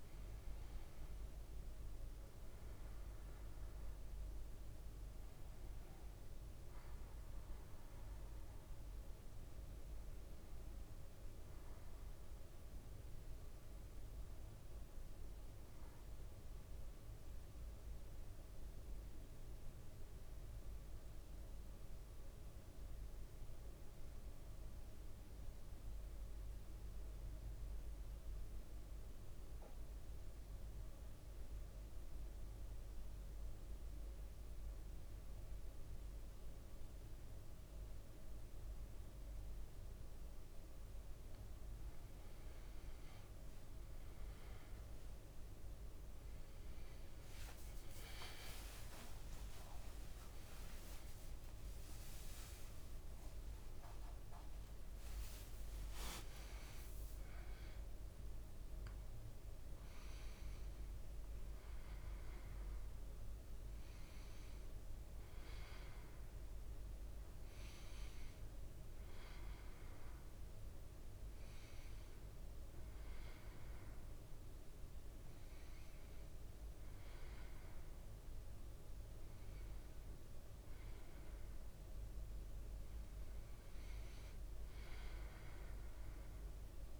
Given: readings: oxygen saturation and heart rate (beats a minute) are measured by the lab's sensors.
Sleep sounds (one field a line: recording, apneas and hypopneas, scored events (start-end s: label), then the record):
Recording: breathing in sleep, hard to hear, by a room microphone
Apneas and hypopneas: 1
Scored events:
0.00-23.00 s: oxygen desaturation (device-marked, oxygen 95% lowest, heart rate 56 extreme)
17.50-41.00 s: central apnea (oxygen 99% before, 94% lowest, heart rate 58 before, 56 extreme, up 4 after)
44.00-79.00 s: oxygen desaturation (device-marked, oxygen 99% before, 94% lowest, heart rate 57 before, 56 extreme)
47.50-57.00 s: leg movement (device-marked)
48.50-55.00 s: arousal
From the record:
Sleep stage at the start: N2 (light sleep)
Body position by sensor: on the back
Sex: male